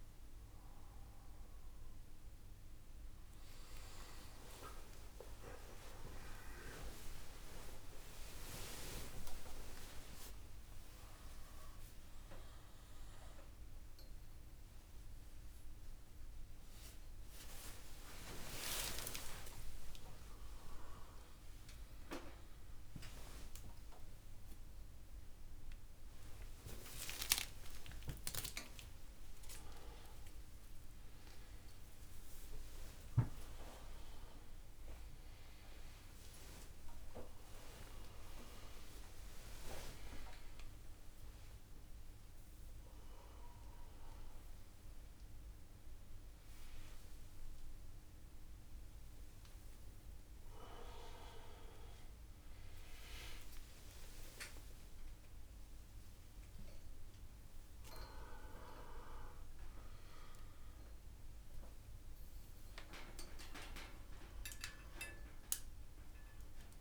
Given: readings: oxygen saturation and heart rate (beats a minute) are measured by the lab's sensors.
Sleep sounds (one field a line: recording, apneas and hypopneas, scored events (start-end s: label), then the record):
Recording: a person awake in a sleep study, by a room microphone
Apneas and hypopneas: none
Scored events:
16.00-20.00 s: tachycardia (device-marked, heart rate 59 before, 101 extreme)
24.00-31.00 s: tachycardia (device-marked, heart rate 60 before, 130 extreme)
From the record:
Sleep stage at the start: awake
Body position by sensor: on the right side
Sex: male